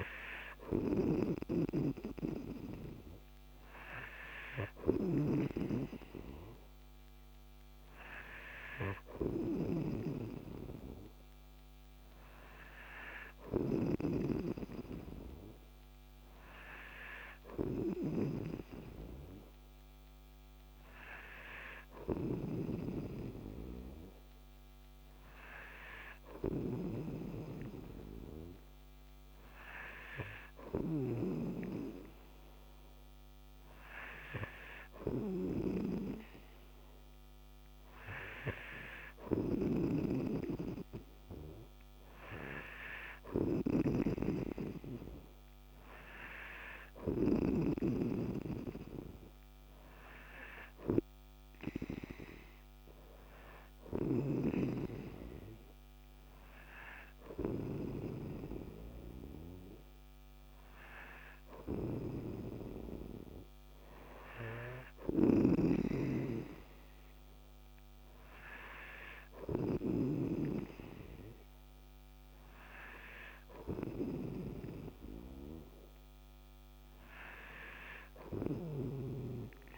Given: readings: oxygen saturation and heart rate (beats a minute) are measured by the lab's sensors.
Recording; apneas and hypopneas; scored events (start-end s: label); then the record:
breathing in sleep by a microphone on the trachea; none
0.00-48.00 s: snoring (device-marked)
62.00-79.00 s: snoring (device-marked)
From the record:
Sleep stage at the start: N3 (deep sleep); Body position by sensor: on the right side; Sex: male